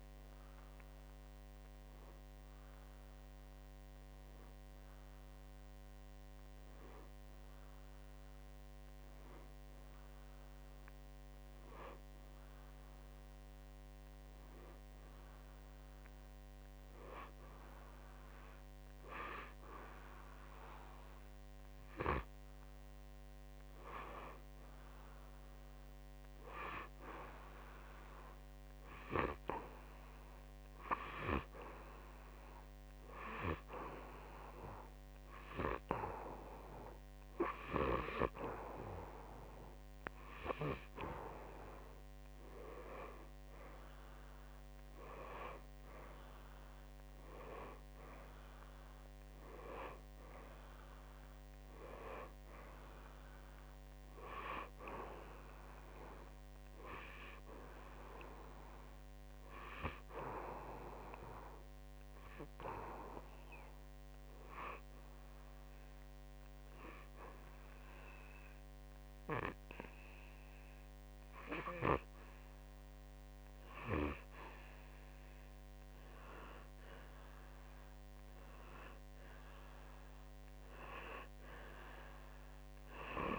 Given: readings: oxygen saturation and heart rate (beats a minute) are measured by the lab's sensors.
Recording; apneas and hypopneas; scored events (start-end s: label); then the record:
breathing in sleep by a microphone on the trachea; 2
4.50-18.50 s: oxygen desaturation (device-marked, oxygen 94% before, 91% lowest, heart rate 70 before, 54 extreme)
21.00-24.00 s: arousal
28.00-43.00 s: hypopnea (oxygen 97% before, 93% lowest, heart rate 55 before, 55 extreme, up 6 after)
45.50-50.00 s: arousal
61.00-74.50 s: hypopnea (oxygen 96% before, 93% lowest, heart rate 59 before, 54 extreme, up 3 after)
77.00-80.50 s: arousal
From the record:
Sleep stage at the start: N2 (light sleep); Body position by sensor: on the back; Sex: male